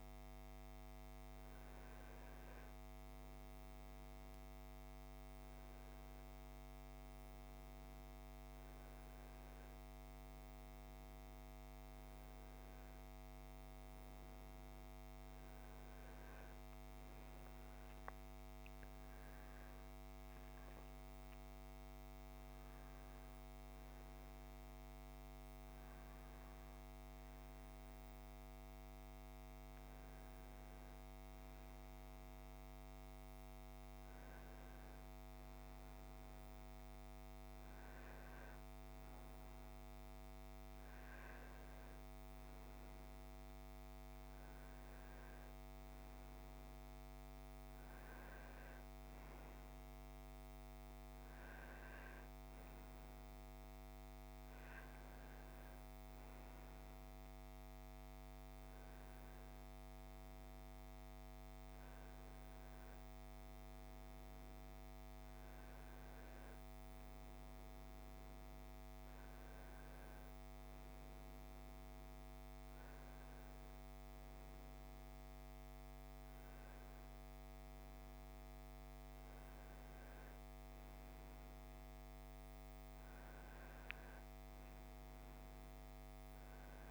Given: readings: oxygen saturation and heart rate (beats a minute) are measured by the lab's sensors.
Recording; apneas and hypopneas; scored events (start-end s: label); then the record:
a person awake in a sleep study, hard to hear, by a microphone on the trachea; none
none scored
From the record:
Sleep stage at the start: awake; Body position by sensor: on the right side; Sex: male